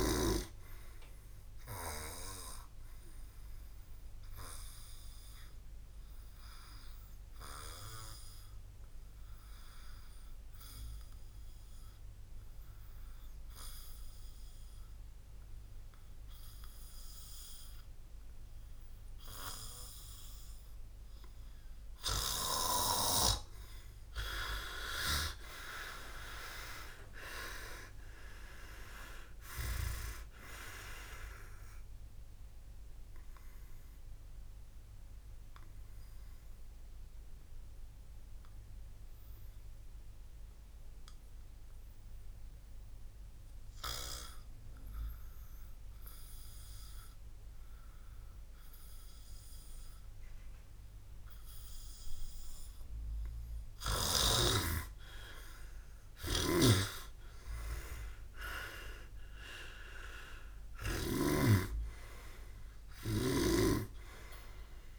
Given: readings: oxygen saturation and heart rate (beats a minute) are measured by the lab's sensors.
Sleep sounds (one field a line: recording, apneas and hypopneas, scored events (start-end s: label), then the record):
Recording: breathing in sleep by a room microphone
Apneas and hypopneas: 2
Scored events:
0.50-22.00 s: obstructive apnea (oxygen 100% before, 92% lowest, heart rate 65 before, 59 extreme, up 22 after)
11.50-22.50 s: oxygen desaturation (device-marked, oxygen 99% before, 94% lowest, heart rate 65 before, 59 extreme)
24.50-28.00 s: arousal
27.50-46.50 s: oxygen desaturation (device-marked, oxygen 99% before, 92% lowest, heart rate 61 before, 58 extreme)
34.00-52.50 s: obstructive apnea (oxygen 99% before, 91% lowest, heart rate 67 before, 58 extreme, up 12 after)
55.00-58.50 s: arousal
56.50-61.50 s: snoring (device-marked)
61.50-64.99 s: oxygen desaturation (device-marked, oxygen 100% before, 95% lowest, heart rate 67 before, 58 extreme)
From the record:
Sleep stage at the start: N2 (light sleep)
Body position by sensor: on the back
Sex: male